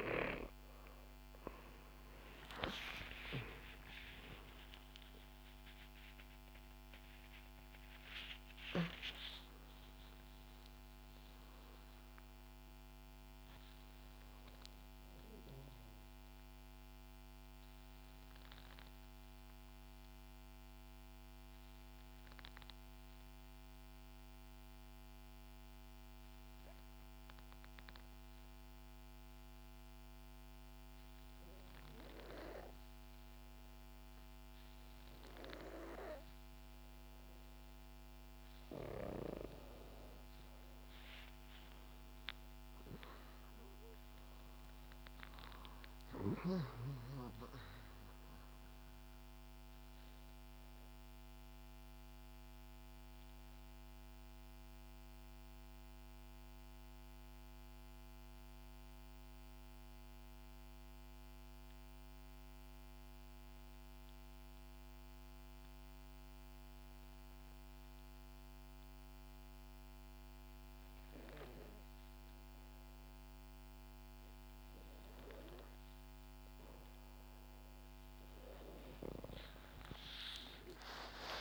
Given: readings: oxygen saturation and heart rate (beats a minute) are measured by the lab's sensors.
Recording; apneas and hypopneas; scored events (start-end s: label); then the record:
breathing in sleep by a microphone on the trachea; 2
0.00-16.00 s: oxygen desaturation (device-marked, oxygen 90% lowest, heart rate 63 extreme)
2.00-8.00 s: arousal
18.50-37.50 s: obstructive apnea (oxygen 94% before, 91% lowest, heart rate 69 before, 59 extreme, up 7 after)
41.00-46.50 s: arousal
41.00-69.00 s: oxygen desaturation (device-marked, oxygen 97% before, 91% lowest, heart rate 65 before, 54 extreme)
53.00-74.00 s: obstructive apnea (oxygen 97% before, 91% lowest, heart rate 69 before, 54 extreme, up 4 after)
74.50-76.50 s: long interval between heartbeats (device-marked, heart rate 62 before, 64 extreme)
79.00-81.41 s: snoring (device-marked)
79.50-81.41 s: arousal
From the record:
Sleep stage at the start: N2 (light sleep); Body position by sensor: on the back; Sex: female